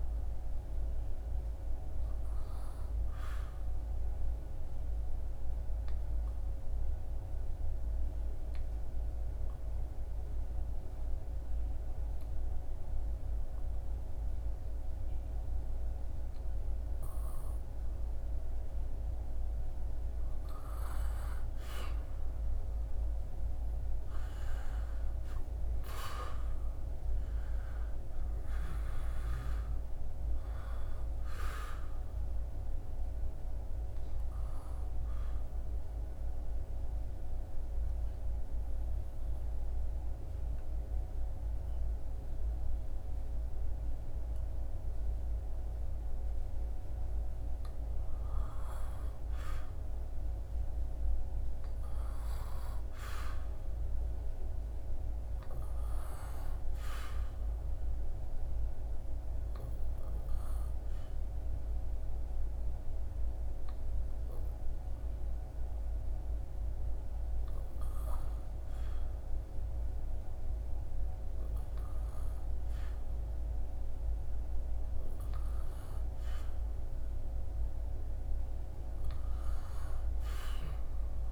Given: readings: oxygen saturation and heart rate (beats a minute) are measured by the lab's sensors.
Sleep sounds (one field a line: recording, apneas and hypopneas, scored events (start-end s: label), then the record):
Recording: breathing in sleep, hard to hear, by a room microphone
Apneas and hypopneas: 3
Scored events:
0.00-13.50 s: oxygen desaturation (device-marked, oxygen 92% lowest, heart rate 66 extreme)
3.50-18.00 s: obstructive apnea (oxygen 98% before, 92% lowest, heart rate 76 before, 66 extreme, up 4 after)
19.50-24.50 s: arousal
30.50-46.50 s: oxygen desaturation (device-marked, oxygen 98% before, 93% lowest, heart rate 78 before, 66 extreme)
34.50-47.50 s: obstructive apnea (oxygen 98% before, 93% lowest, heart rate 78 before, 72 extreme, up 9 after)
50.00-54.00 s: arousal
58.50-75.50 s: obstructive apnea (oxygen 99% before, 95% lowest, heart rate 76 before, 72 extreme, up 4 after)
78.00-81.32 s: arousal
From the record:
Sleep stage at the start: N2 (light sleep)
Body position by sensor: on the back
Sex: male